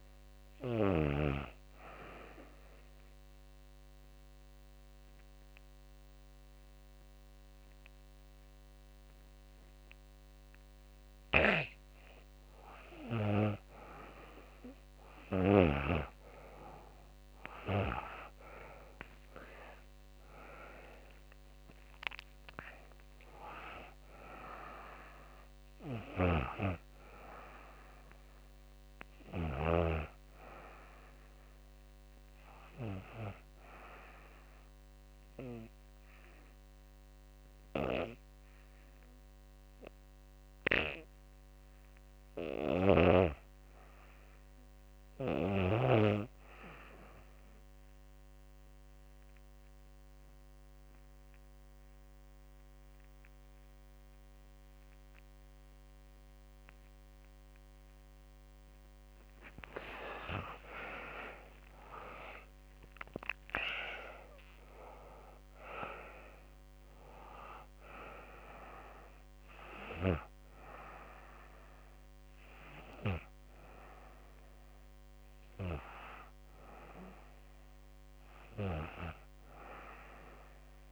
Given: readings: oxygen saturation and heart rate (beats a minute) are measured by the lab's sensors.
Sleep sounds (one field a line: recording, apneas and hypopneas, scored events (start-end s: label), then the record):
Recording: breathing in sleep by a microphone on the trachea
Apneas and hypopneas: 2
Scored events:
1.00-12.00 s: obstructive apnea (oxygen 96% before, 86% lowest, heart rate 79 before, 70 extreme, up 10 after)
3.50-34.50 s: oxygen desaturation (device-marked, oxygen 96% before, 88% lowest, heart rate 78 before, 70 extreme)
14.50-19.50 s: arousal
46.00-57.50 s: obstructive apnea (oxygen 97% before, 85% lowest, heart rate 78 before, 70 extreme, up 33 after)
47.50-79.50 s: oxygen desaturation (device-marked, oxygen 97% before, 85% lowest, heart rate 77 before, 70 extreme)
58.50-62.00 s: arousal
From the record:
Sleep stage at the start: REM sleep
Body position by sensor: on the back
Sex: female